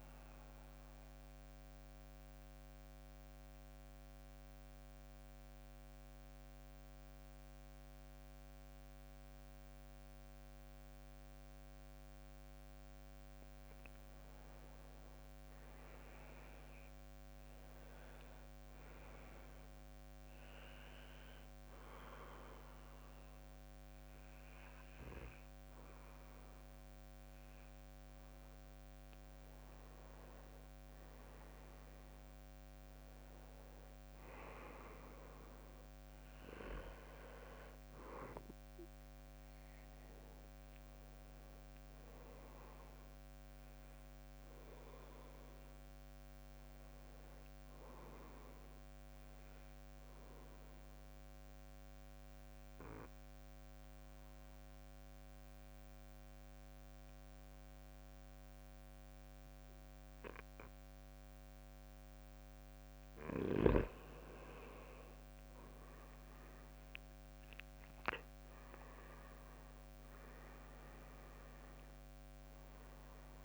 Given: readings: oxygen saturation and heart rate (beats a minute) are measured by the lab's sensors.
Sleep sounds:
breathing in sleep by a microphone on the trachea; 3
0.00-4.50 s: oxygen desaturation (device-marked, oxygen 93% lowest, heart rate 54 extreme)
0.50-12.50 s: central apnea (oxygen 98% before, 92% lowest, heart rate 68 before, 54 extreme, up 11 after)
14.50-17.50 s: arousal
21.00-31.00 s: obstructive apnea (oxygen 98% before, 91% lowest, heart rate 58 before, 60 extreme, up 6 after)
32.50-36.00 s: arousal
49.00-63.50 s: obstructive apnea (oxygen 97% before, 91% lowest, heart rate 63 before, 55 extreme, up 14 after)
62.50-73.45 s: oxygen desaturation (device-marked, oxygen 95% before, 91% lowest, heart rate 61 before, 55 extreme)
65.00-70.50 s: arousal
66.50-73.45 s: drop in pulse transit time (device-marked, heart rate 61 before, 63 extreme)
From the record:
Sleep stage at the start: N2 (light sleep); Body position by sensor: on the back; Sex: male

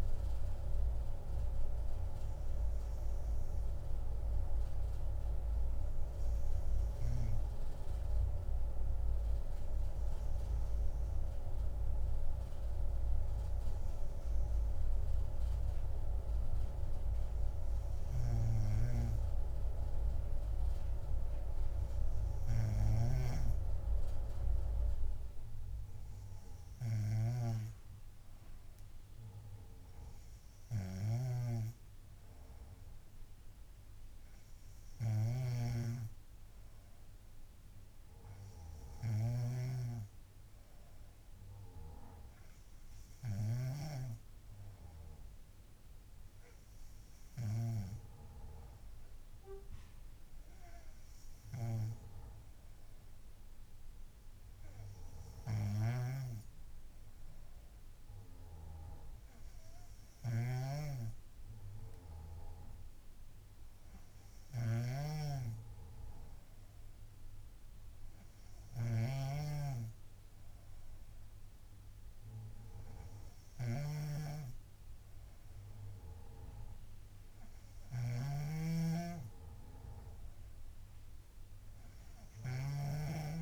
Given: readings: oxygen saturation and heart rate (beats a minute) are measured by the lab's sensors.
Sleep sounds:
breathing in sleep by a room microphone; none
35.50-44.00 s: snoring (device-marked)
56.00-69.50 s: snoring (device-marked)
78.00-83.41 s: snoring (device-marked)
From the record:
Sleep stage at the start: N2 (light sleep); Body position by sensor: on the back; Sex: female

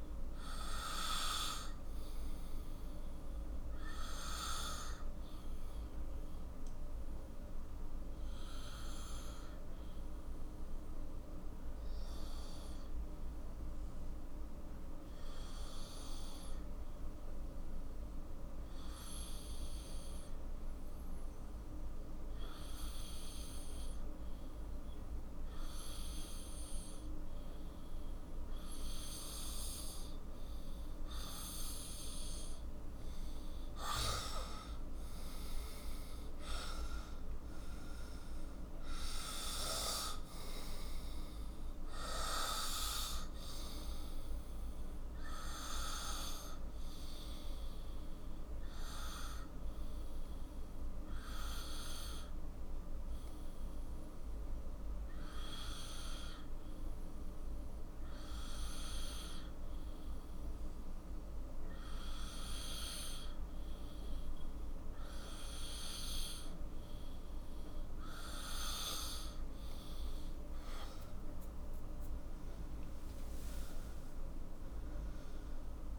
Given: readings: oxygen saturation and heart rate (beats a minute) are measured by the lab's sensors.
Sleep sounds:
breathing in sleep by a room microphone; 2
0.00-7.00 s: oxygen desaturation (device-marked, oxygen 92% lowest, heart rate 45 extreme)
4.00-31.50 s: obstructive apnea (oxygen 97% before, 92% lowest, heart rate 57 before, 44 extreme, up 10 after)
32.00-57.00 s: oxygen desaturation (device-marked, oxygen 98% before, 92% lowest, heart rate 52 before, 44 extreme)
33.50-39.00 s: arousal
45.00-68.00 s: obstructive apnea (oxygen 98% before, 92% lowest, heart rate 57 before, 46 extreme, up 13 after)
71.00-74.50 s: arousal
71.00-75.99 s: oxygen desaturation (device-marked, oxygen 97% before, 93% lowest, heart rate 50 before, 47 extreme)
From the record:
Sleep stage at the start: N2 (light sleep); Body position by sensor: on the back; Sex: male

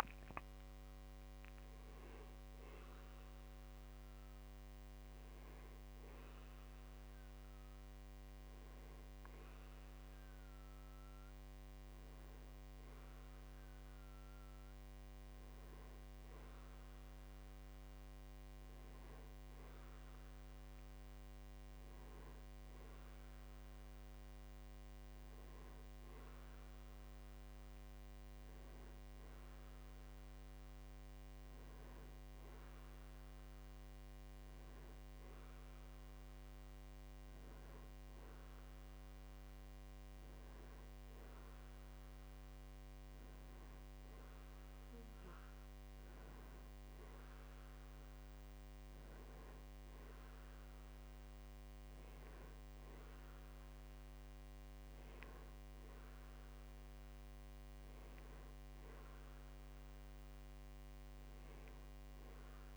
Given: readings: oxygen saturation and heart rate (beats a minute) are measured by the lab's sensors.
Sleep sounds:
breathing in sleep, hard to hear, by a microphone on the trachea; none
none scored
From the record:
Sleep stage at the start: N2 (light sleep); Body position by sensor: on the back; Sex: male

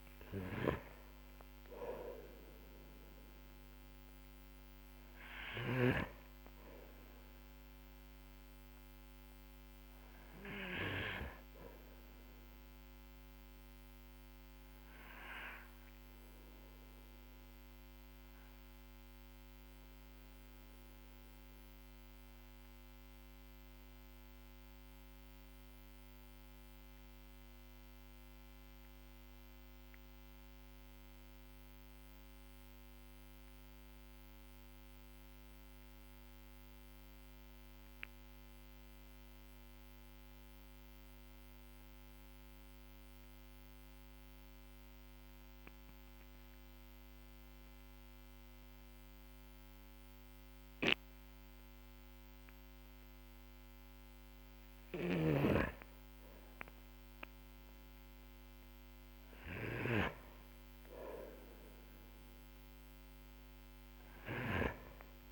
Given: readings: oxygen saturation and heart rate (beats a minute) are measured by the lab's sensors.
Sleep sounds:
breathing in sleep by a microphone on the trachea; 1
0.00-34.00 s: oxygen desaturation (device-marked, oxygen 91% lowest, heart rate 43 extreme)
16.00-55.00 s: mixed apnea (oxygen 96% before, 91% lowest, heart rate 49 before, 43 extreme, up 8 after)
54.00-59.00 s: snoring (device-marked)
55.00-65.32 s: oxygen desaturation (device-marked, oxygen 99% before, 91% lowest, heart rate 55 before, 45 extreme)
57.00-61.00 s: arousal
From the record:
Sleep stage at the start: N2 (light sleep); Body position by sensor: on the back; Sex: male

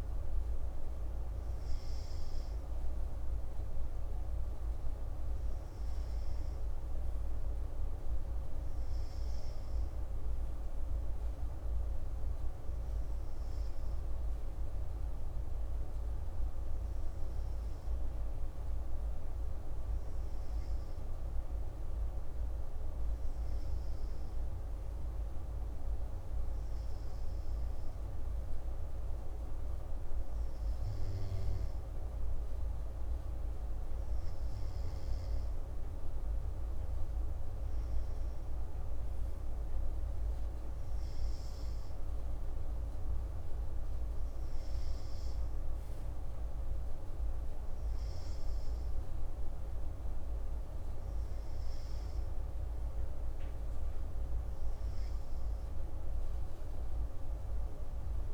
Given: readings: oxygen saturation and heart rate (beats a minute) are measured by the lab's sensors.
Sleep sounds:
breathing in sleep, hard to hear, by a room microphone; none
none scored
From the record:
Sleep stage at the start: N2 (light sleep); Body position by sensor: on the right side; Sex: male

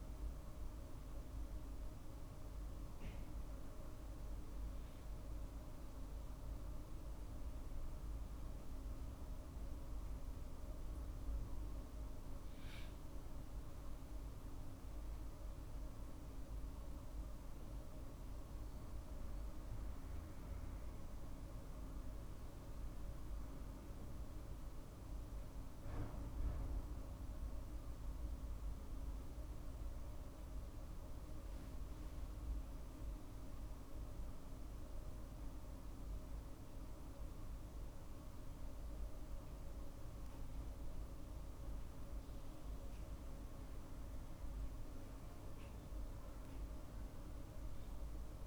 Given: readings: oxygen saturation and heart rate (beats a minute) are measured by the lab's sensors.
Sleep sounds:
a person awake in a sleep study, hard to hear, by a room microphone; none
none scored
From the record:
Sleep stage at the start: awake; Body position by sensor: on the right side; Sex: male

